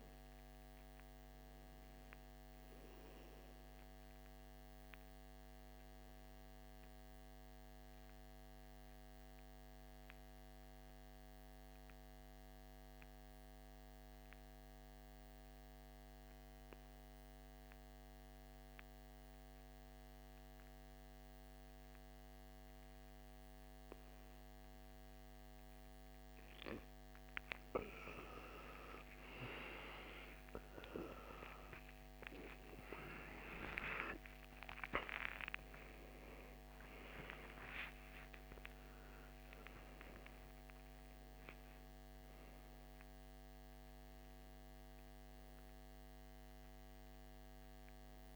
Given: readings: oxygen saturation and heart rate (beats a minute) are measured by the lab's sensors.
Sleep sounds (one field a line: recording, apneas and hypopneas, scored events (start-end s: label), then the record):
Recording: breathing in sleep by a microphone on the trachea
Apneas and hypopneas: 1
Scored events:
1.50-4.50 s: arousal
7.00-27.00 s: mixed apnea (oxygen 96% before, 82% lowest, heart rate 63 before, 54 extreme, up 21 after)
25.50-48.36 s: oxygen desaturation (device-marked, oxygen 97% before, 82% lowest, heart rate 58 before, 53 extreme)
32.00-37.50 s: arousal
From the record:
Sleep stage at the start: N2 (light sleep)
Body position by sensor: on the back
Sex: male